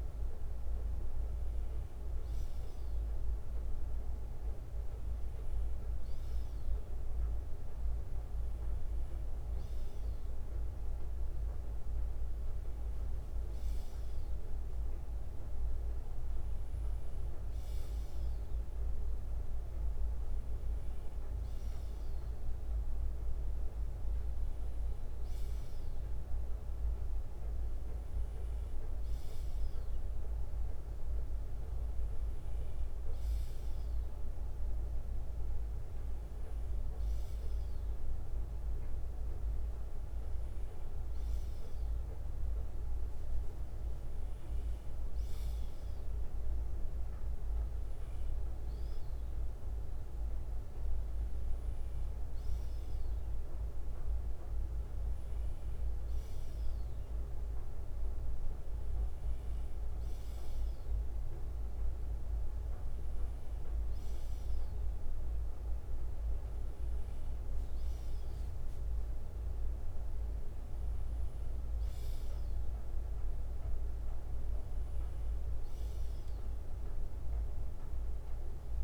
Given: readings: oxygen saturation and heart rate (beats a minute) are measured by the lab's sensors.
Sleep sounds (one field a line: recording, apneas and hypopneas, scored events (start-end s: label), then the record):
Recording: breathing in sleep, hard to hear, by a room microphone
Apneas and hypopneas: none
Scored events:
2.50-5.50 s: bradycardia (device-marked, heart rate 61 before, 60 extreme)
20.50-26.50 s: bradycardia (device-marked, heart rate 61 before, 58 extreme)
37.50-39.50 s: bradycardia (device-marked, heart rate 61 before, 57 extreme)
50.50-58.50 s: bradycardia (device-marked, heart rate 61 before, 56 extreme)
74.50-77.50 s: bradycardia (device-marked, heart rate 61 before, 57 extreme)
From the record:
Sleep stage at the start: N2 (light sleep)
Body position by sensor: on the left side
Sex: male